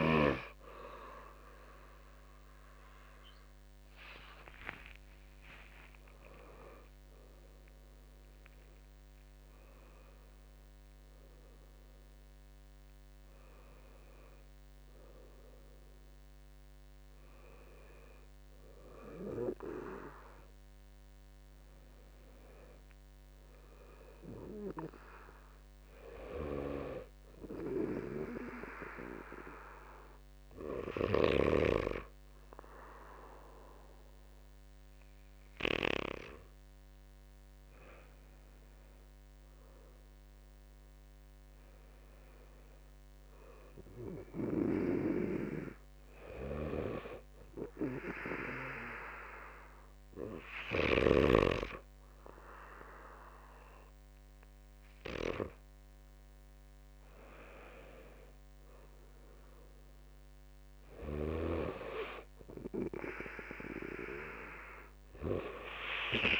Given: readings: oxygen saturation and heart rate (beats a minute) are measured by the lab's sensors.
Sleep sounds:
a person partly awake in a sleep study, by a microphone on the trachea; 1
23.00-66.40 s: new sleep stage, N2 (light sleep)
26.50-38.00 s: hypopnea (oxygen 100% before, 91% lowest, heart rate 61 before, 52 extreme, up 9 after)
40.50-44.00 s: arousal
41.00-58.00 s: oxygen desaturation (device-marked, oxygen 100% before, 95% lowest, heart rate 60 before, 49 extreme)
61.00-64.50 s: arousal
From the record:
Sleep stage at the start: awake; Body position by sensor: on the back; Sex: male

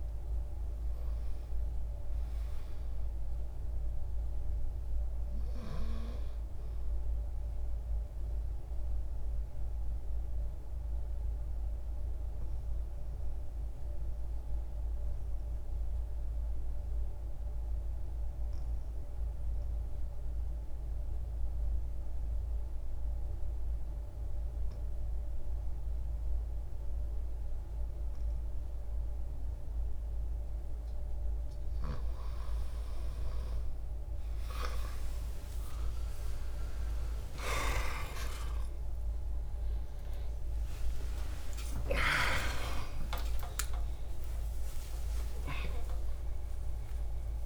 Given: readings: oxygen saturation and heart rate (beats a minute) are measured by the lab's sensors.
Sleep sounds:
breathing in sleep by a room microphone; 1
0.00-27.50 s: oxygen desaturation (device-marked, oxygen 87% lowest, heart rate 62 extreme)
7.00-30.50 s: obstructive apnea (oxygen 97% before, 87% lowest, heart rate 67 before, 62 extreme, up 23 after)
36.50-47.46 s: oxygen desaturation (device-marked, oxygen 97% before, 89% lowest, heart rate 66 before, 72 extreme)
42.50-47.46 s: new sleep stage, awake
From the record:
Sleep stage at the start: N2 (light sleep); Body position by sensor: on the back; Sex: male

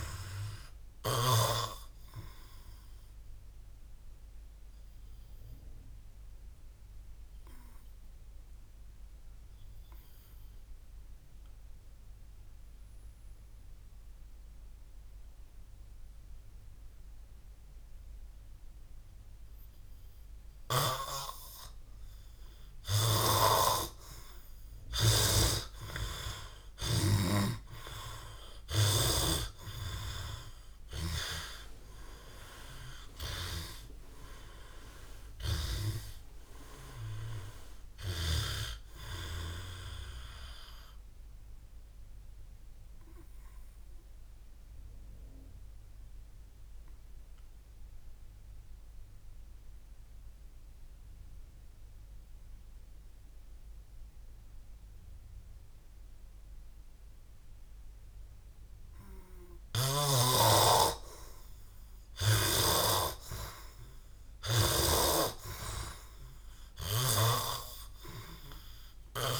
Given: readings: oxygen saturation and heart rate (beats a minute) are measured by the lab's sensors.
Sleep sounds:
breathing in sleep by a room microphone; 2
1.00-16.00 s: oxygen desaturation (device-marked, oxygen 98% before, 94% lowest, heart rate 86 before, 57 extreme)
4.50-24.00 s: obstructive apnea (oxygen 98% before, 93% lowest, heart rate 94 before, 59 extreme, up 38 after)
20.50-25.00 s: snoring (device-marked)
28.00-32.00 s: arousal
44.00-58.00 s: obstructive apnea (oxygen 97% before, 91% lowest, heart rate 87 before, 59 extreme, up 0 after)
56.00-63.00 s: oxygen desaturation (device-marked, oxygen 96% before, 93% lowest, heart rate 71 before, 57 extreme)
61.00-64.50 s: arousal
From the record:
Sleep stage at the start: N2 (light sleep); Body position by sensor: on the back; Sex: male

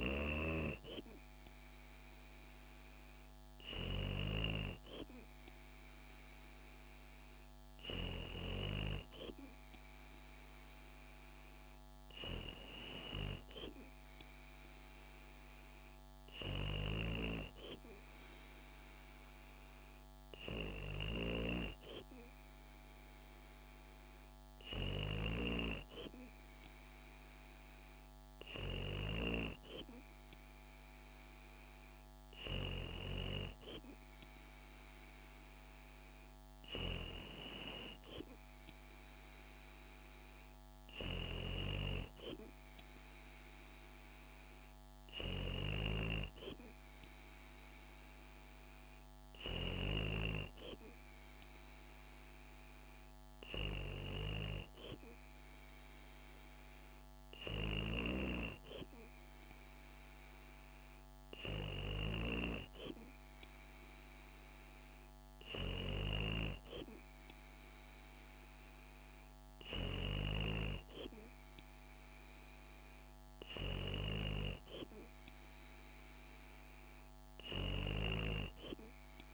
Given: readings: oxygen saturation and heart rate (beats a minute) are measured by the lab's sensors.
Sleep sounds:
breathing in sleep by a microphone on the trachea; none
none scored
From the record:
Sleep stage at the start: N2 (light sleep); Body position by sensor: on the back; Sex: female

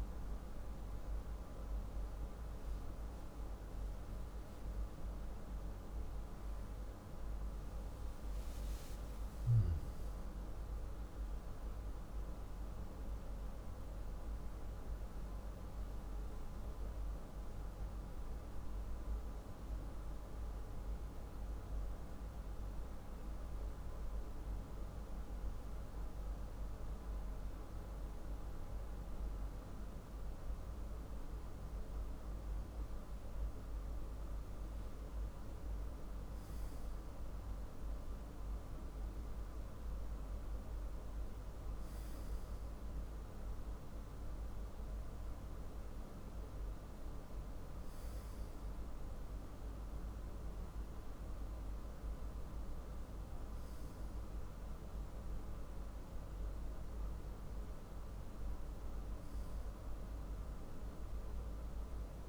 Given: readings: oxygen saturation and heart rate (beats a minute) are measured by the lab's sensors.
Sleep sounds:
breathing in sleep, hard to hear, by a room microphone; 1
6.50-10.00 s: arousal
12.50-29.50 s: mixed apnea (oxygen 97% before, 95% lowest, heart rate 56 before, 43 extreme, up 4 after)
31.50-36.00 s: arousal
From the record:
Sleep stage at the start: N2 (light sleep); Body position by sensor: on the back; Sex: male

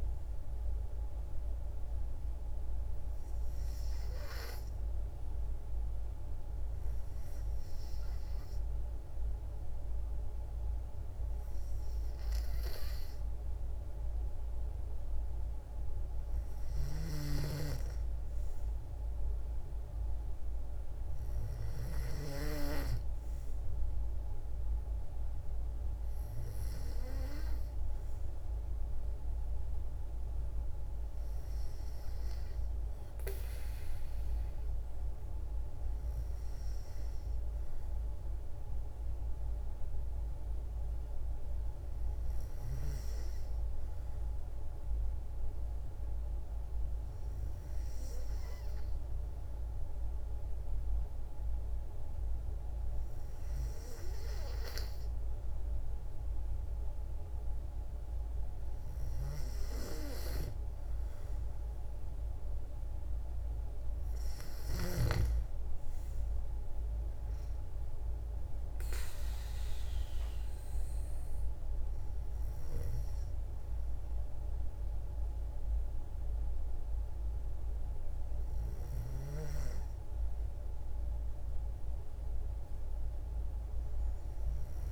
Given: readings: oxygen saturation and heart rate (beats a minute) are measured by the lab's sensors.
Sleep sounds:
breathing in sleep by a room microphone; 1
0.00-3.50 s: arousal
6.00-18.00 s: oxygen desaturation (device-marked, oxygen 96% before, 92% lowest, heart rate 56 before, 54 extreme)
44.50-55.50 s: hypopnea (oxygen 95% before, 93% lowest, heart rate 56 before, 55 extreme, up 1 after)
60.50-64.50 s: arousal
From the record:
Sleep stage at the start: N2 (light sleep); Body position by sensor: on the back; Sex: female

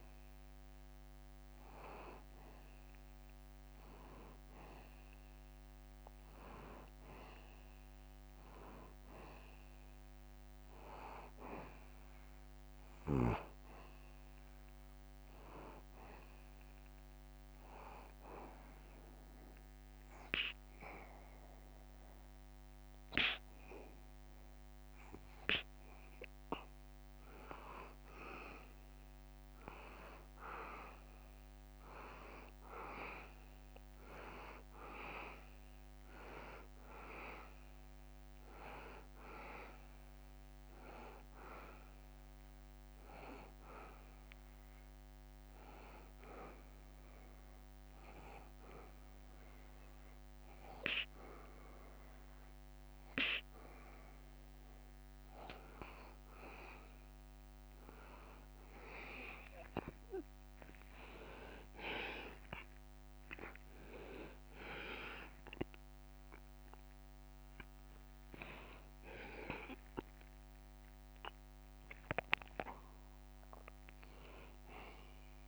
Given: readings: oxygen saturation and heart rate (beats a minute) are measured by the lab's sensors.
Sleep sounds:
breathing in sleep by a microphone on the trachea; 2
11.50-15.00 s: arousal
17.00-27.50 s: hypopnea (oxygen 94% before, 90% lowest, heart rate 79 before, 78 extreme, up 2 after)
30.00-34.00 s: arousal
35.50-51.50 s: drop in pulse transit time (device-marked, heart rate 79 before, 79 extreme)
38.50-52.50 s: oxygen desaturation (device-marked, oxygen 93% before, 90% lowest, heart rate 79 before, 79 extreme)
41.00-52.50 s: obstructive apnea (oxygen 93% before, 90% lowest, heart rate 79 before, 79 extreme, up 0 after)
61.00-64.00 s: arousal
66.50-75.48 s: drop in pulse transit time (device-marked, heart rate 80 before, 82 extreme)
66.50-75.48 s: oxygen desaturation (device-marked, oxygen 94% before, 90% lowest, heart rate 80 before, 78 extreme)
From the record:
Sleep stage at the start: N2 (light sleep); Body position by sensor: on the back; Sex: male

